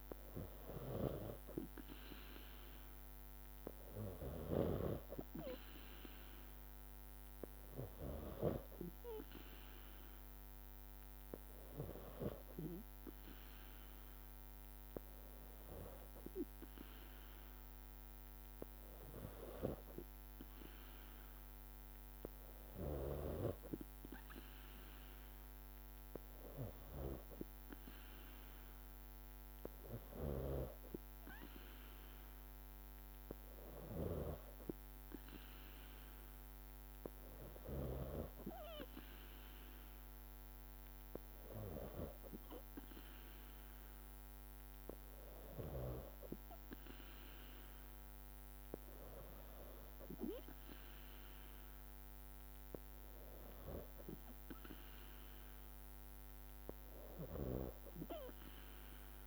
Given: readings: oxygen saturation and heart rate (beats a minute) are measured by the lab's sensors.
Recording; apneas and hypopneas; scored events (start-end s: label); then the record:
breathing in sleep by a microphone on the trachea; none
1.00-19.00 s: oxygen desaturation (device-marked, oxygen 98% before, 92% lowest, heart rate 56 before, 56 extreme)
From the record:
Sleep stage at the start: N3 (deep sleep); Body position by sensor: on the back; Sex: female